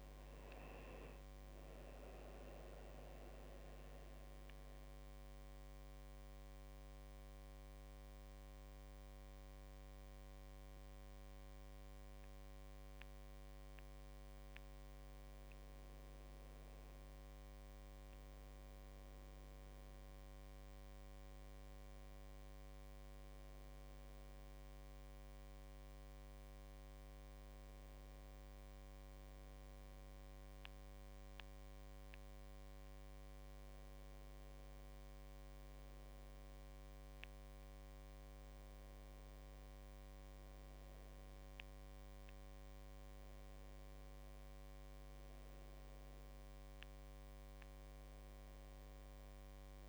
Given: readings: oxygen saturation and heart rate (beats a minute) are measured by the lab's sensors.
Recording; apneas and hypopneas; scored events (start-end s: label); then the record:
breathing in sleep, hard to hear, by a microphone on the trachea; none
2.00-14.00 s: drop in pulse transit time (device-marked, heart rate 85 before, 76 extreme)
From the record:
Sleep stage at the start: N1 (lightest sleep); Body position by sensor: on the back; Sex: female